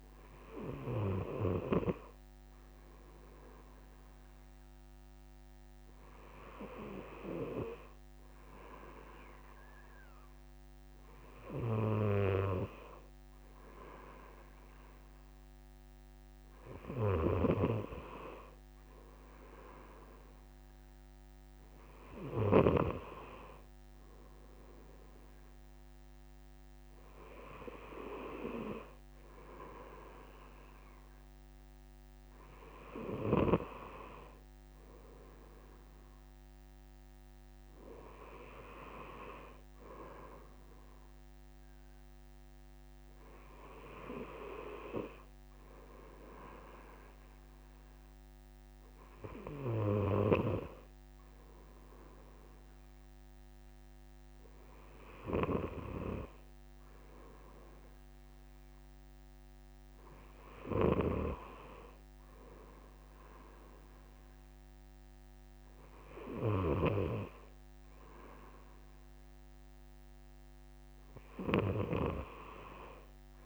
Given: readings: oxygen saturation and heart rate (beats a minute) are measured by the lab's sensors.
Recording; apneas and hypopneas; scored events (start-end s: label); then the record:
breathing in sleep by a microphone on the trachea; none
17.50-23.00 s: snoring (device-marked)
61.00-67.00 s: snoring (device-marked)
From the record:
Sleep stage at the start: N2 (light sleep); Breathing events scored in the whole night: 223 in 6.4 hours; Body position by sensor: on the right side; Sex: male